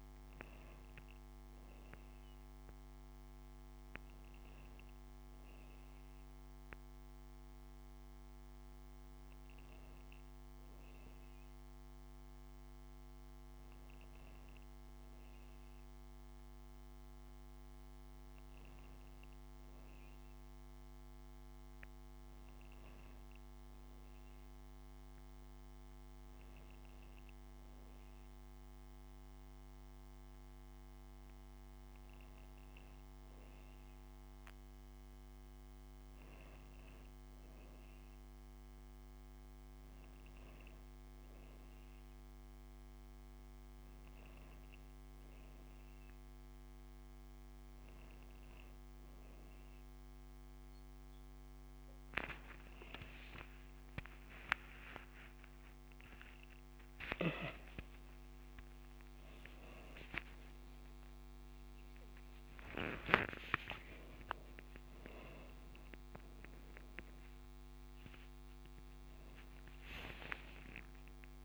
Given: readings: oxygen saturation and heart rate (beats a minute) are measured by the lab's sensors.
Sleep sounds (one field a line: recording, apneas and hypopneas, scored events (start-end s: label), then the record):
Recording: breathing in sleep by a microphone on the trachea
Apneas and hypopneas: none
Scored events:
56.00-58.00 s: long interval between heartbeats (device-marked)
60.00-62.00 s: long interval between heartbeats (device-marked)
61.50-71.45 s: new sleep stage, awake
62.50-64.50 s: long interval between heartbeats (device-marked)
67.00-69.00 s: long interval between heartbeats (device-marked, heart rate 32 before, 26 extreme)
From the record:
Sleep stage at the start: N2 (light sleep)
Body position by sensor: on the right side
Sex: female